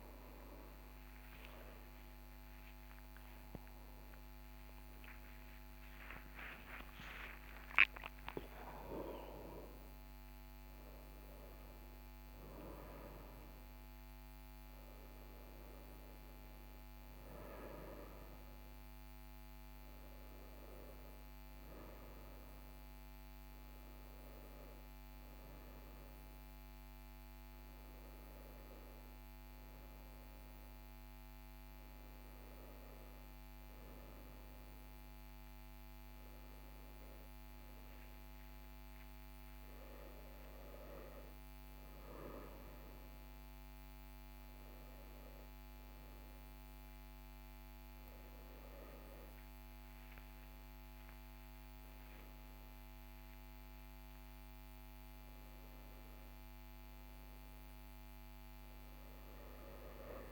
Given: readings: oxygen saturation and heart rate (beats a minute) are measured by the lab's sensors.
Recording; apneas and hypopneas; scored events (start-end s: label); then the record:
a person awake in a sleep study, by a microphone on the trachea; none
49.00-60.32 s: new sleep stage, N1 (lightest sleep)
From the record:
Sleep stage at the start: awake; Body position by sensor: on the right side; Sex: male